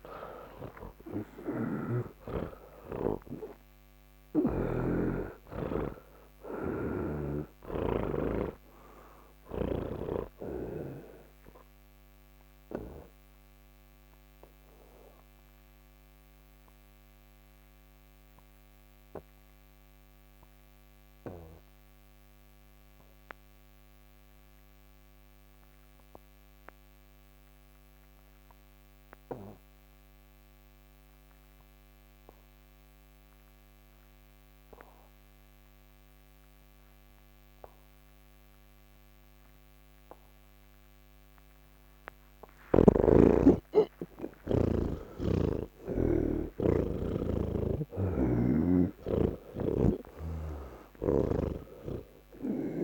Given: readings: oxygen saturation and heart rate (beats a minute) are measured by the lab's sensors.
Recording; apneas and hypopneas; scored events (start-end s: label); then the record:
breathing in sleep by a microphone on the trachea; 1
0.00-8.00 s: snoring (device-marked)
0.00-26.00 s: oxygen desaturation (device-marked, oxygen 98% before, 79% lowest, heart rate 98 before, 41 extreme)
12.50-44.50 s: obstructive apnea (oxygen 98% before, 79% lowest, heart rate 103 before, 41 extreme)
41.00-52.84 s: oxygen desaturation (device-marked, oxygen 97% before, 82% lowest, heart rate 87 before, 40 extreme)
From the record:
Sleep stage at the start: N1 (lightest sleep); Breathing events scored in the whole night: 332 in 5.7 hours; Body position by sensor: on the back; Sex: male